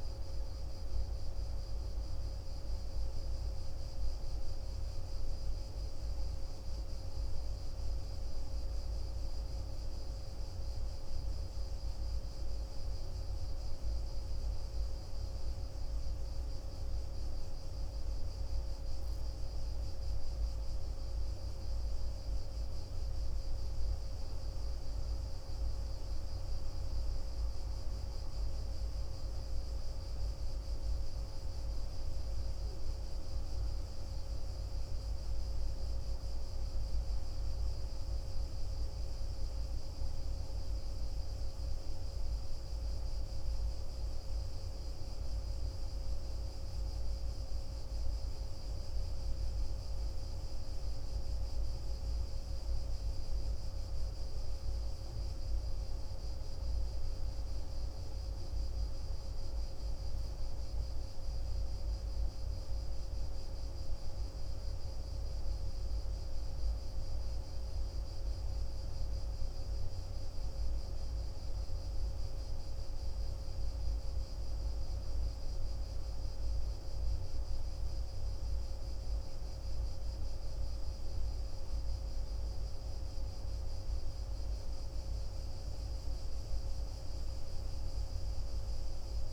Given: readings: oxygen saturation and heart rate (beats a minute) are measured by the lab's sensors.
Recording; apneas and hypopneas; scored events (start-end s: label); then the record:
breathing in sleep, hard to hear, by a room microphone; none
none scored
From the record:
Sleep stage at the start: N1 (lightest sleep); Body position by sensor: on the back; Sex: male